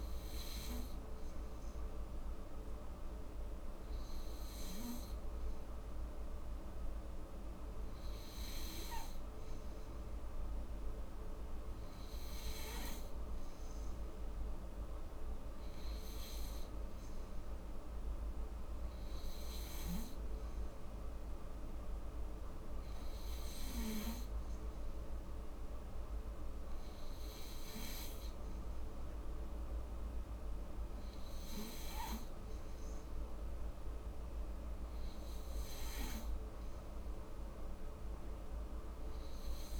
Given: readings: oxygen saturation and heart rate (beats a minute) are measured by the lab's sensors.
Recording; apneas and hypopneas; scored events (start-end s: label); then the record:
breathing in sleep, hard to hear, by a room microphone; none
none scored
From the record:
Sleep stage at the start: N3 (deep sleep); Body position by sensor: on the back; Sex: female